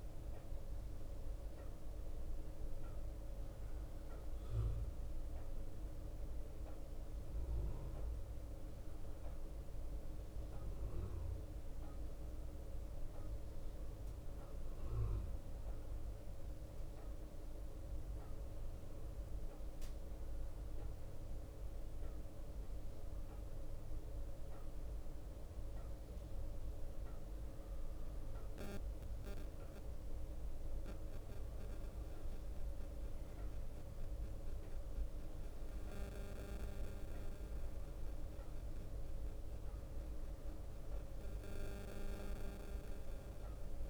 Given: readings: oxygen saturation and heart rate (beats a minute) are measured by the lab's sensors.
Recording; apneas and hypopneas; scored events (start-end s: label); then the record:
breathing in sleep, hard to hear, by a room microphone; none
0.00-10.00 s: oxygen desaturation (device-marked, oxygen 90% lowest, heart rate 58 extreme)
1.00-13.00 s: bradycardia (device-marked, heart rate 58 before, 58 extreme)
21.00-39.00 s: bradycardia (device-marked, heart rate 58 before, 58 extreme)
28.00-43.90 s: new sleep stage, N2 (light sleep)
41.50-43.90 s: arousal
From the record:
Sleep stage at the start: N1 (lightest sleep); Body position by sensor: on the right side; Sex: male